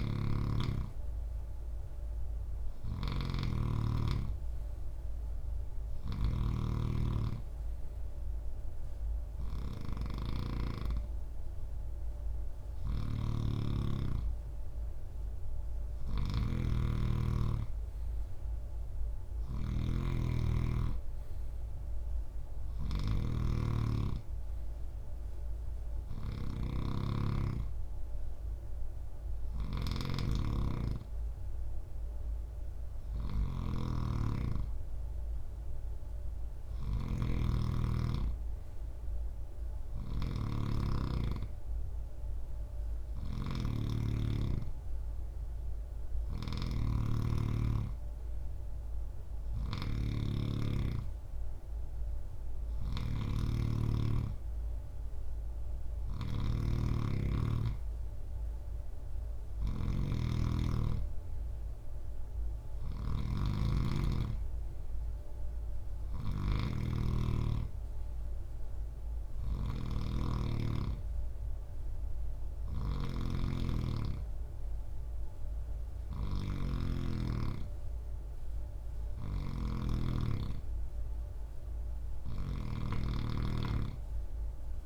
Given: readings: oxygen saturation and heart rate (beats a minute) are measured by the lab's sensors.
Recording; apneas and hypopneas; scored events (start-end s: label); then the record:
breathing in sleep by a room microphone; none
0.00-26.50 s: snoring (device-marked)
28.50-84.86 s: snoring (device-marked)
From the record:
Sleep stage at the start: N3 (deep sleep); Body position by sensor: on the right side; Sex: male